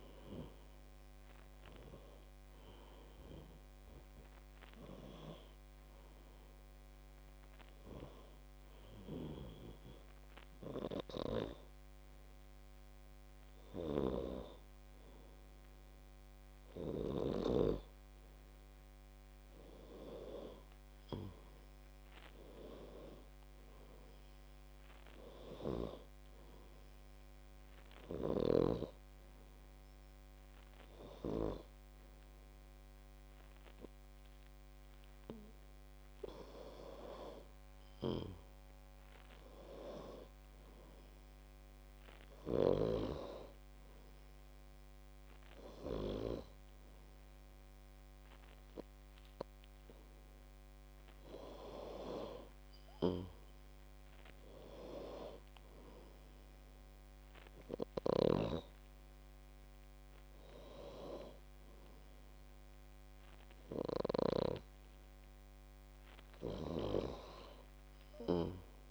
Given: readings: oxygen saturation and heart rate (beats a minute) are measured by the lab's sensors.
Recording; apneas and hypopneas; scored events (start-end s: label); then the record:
breathing in sleep by a microphone on the trachea; 2
0.00-10.50 s: oxygen desaturation (device-marked, oxygen 93% lowest, heart rate 61 extreme)
6.00-18.00 s: hypopnea (oxygen 96% before, 93% lowest, heart rate 65 before, 61 extreme, up 7 after)
20.50-23.50 s: arousal
28.00-38.00 s: hypopnea (oxygen 96% before, 93% lowest, heart rate 64 before, 62 extreme, up 3 after)
40.00-44.00 s: arousal
From the record:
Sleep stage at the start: N2 (light sleep); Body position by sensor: on the back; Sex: female